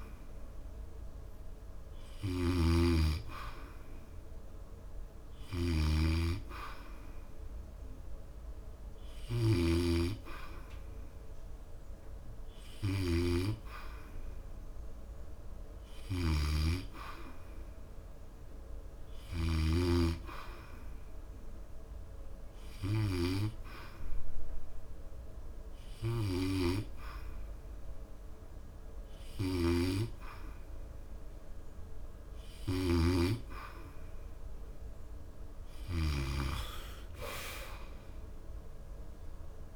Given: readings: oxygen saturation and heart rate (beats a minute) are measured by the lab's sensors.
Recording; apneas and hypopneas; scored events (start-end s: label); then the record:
breathing in sleep by a room microphone; none
none scored
From the record:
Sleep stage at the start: N2 (light sleep); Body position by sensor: on the back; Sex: male